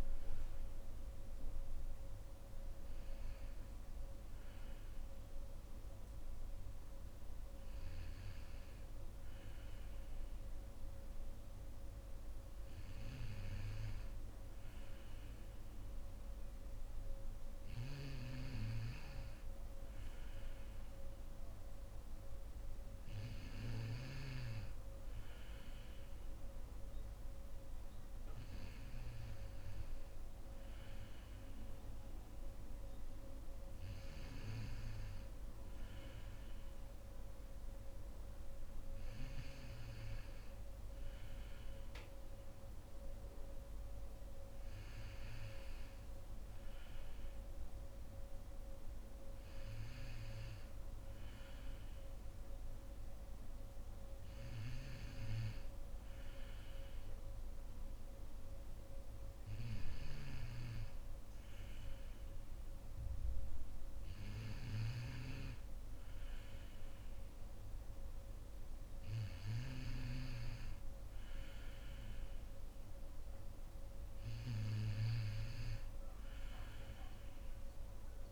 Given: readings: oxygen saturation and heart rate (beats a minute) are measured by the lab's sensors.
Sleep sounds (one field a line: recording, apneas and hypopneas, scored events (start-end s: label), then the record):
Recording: breathing in sleep by a room microphone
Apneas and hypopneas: none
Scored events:
none scored
From the record:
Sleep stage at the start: N2 (light sleep)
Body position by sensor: on the right side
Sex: female